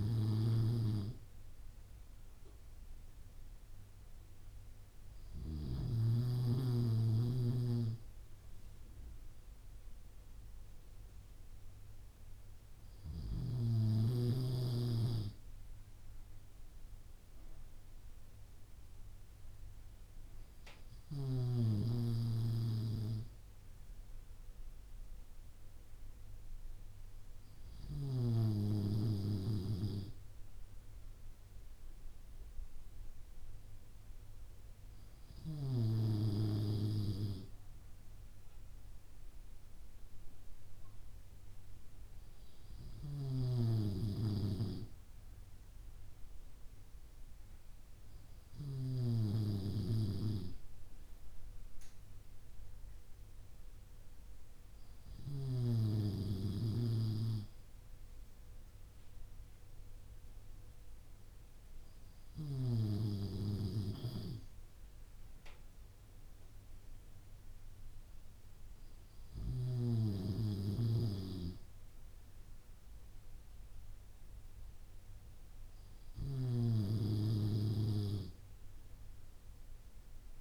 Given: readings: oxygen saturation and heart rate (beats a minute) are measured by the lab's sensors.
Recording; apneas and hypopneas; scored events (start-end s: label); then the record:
breathing in sleep by a room microphone; none
none scored
From the record:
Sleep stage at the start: N3 (deep sleep); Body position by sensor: on the back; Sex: male